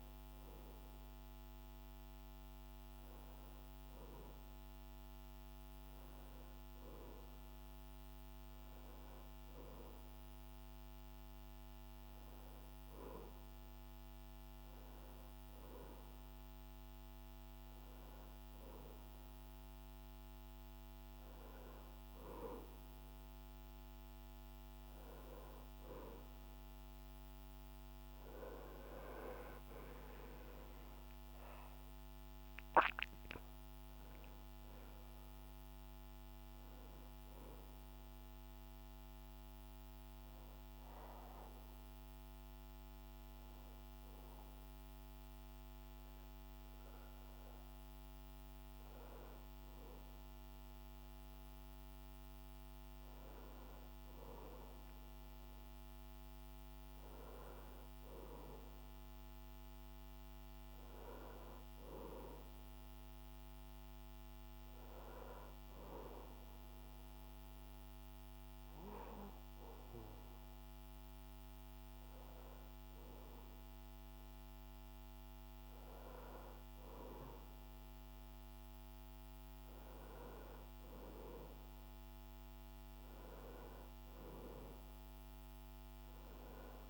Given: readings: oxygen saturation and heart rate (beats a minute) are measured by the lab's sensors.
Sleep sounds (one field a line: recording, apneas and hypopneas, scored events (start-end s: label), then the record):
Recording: breathing in sleep by a microphone on the trachea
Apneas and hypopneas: none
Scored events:
none scored
From the record:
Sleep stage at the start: N1 (lightest sleep)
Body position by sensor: on the back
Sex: male